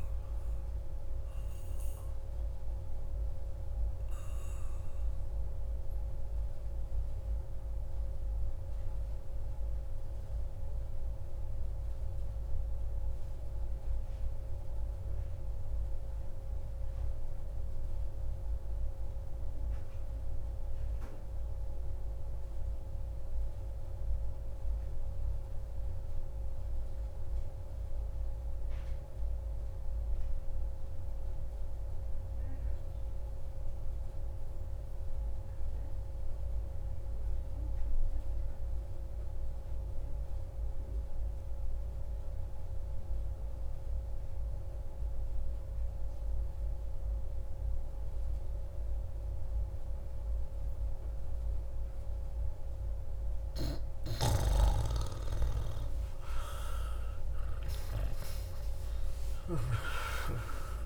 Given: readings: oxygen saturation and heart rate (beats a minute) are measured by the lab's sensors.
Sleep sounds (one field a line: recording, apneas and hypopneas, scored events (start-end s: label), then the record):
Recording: breathing in sleep by a room microphone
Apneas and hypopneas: 1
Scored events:
0.00-6.00 s: oxygen desaturation (device-marked, oxygen 88% lowest)
2.00-53.50 s: mixed apnea (oxygen 95% before, 88% lowest)
32.00-60.86 s: oxygen desaturation (device-marked, oxygen 98% before, 88% lowest)
55.50-59.00 s: arousal
From the record:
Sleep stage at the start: N2 (light sleep)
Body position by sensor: on the back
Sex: male